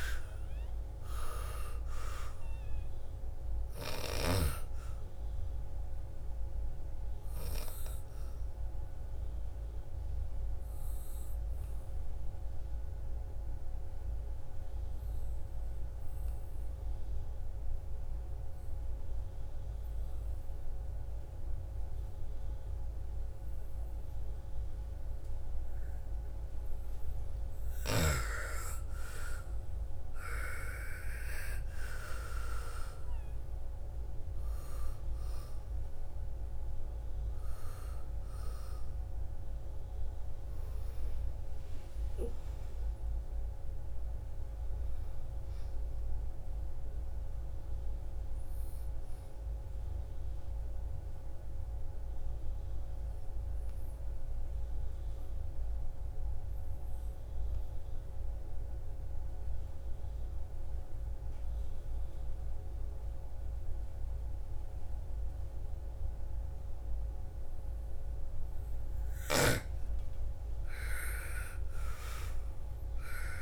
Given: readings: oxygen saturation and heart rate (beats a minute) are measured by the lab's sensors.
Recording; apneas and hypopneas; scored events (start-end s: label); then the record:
breathing in sleep by a room microphone; 2
0.00-1.50 s: arousal
0.00-19.00 s: oxygen desaturation (device-marked, oxygen 82% lowest, heart rate 56 extreme)
6.50-26.50 s: obstructive apnea (oxygen 99% before, 82% lowest, heart rate 62 before, 56 extreme, up 14 after)
29.00-32.50 s: arousal
29.00-52.00 s: oxygen desaturation (device-marked, oxygen 99% before, 85% lowest, heart rate 58 before, 58 extreme)
47.50-68.50 s: obstructive apnea (oxygen 99% before, 79% lowest, heart rate 66 before, 54 extreme, up 11 after)
66.00-73.42 s: oxygen desaturation (device-marked, oxygen 99% before, 83% lowest, heart rate 60 before, 54 extreme)
69.50-73.42 s: arousal
From the record:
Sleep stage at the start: N2 (light sleep); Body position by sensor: on the back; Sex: female